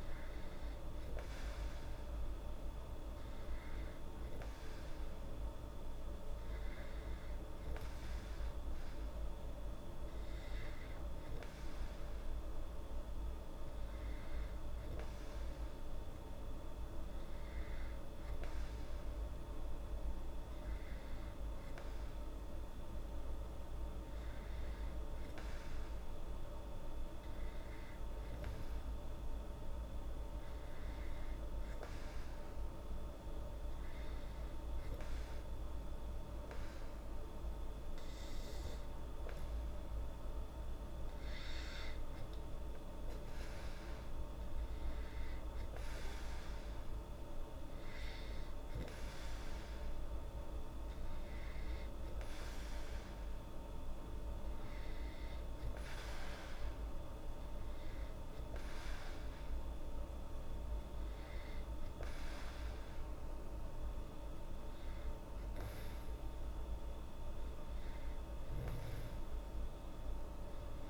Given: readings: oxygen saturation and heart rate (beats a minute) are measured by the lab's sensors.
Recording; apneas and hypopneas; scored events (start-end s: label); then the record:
breathing in sleep, hard to hear, by a room microphone; none
none scored
From the record:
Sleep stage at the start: N2 (light sleep); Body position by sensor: on the back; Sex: female